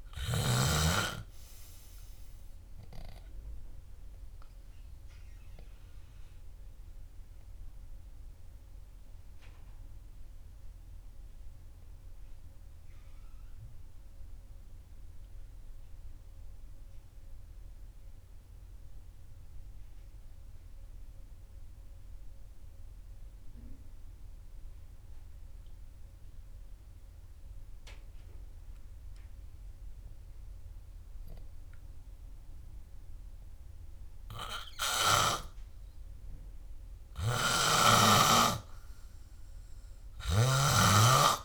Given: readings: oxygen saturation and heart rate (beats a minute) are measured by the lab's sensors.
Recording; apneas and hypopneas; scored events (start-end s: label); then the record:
breathing in sleep by a room microphone; 1
0.00-1.00 s: oxygen desaturation (device-marked, oxygen 90% lowest, heart rate 58 extreme)
0.00-1.00 s: snoring (device-marked)
8.00-30.50 s: obstructive apnea (oxygen 98% before, 90% lowest, heart rate 65 before, 58 extreme)
22.00-33.00 s: oxygen desaturation (device-marked, oxygen 96% before, 92% lowest, heart rate 69 before, 58 extreme)
33.50-36.50 s: arousal
From the record:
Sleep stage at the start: N2 (light sleep); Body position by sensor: on the back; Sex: male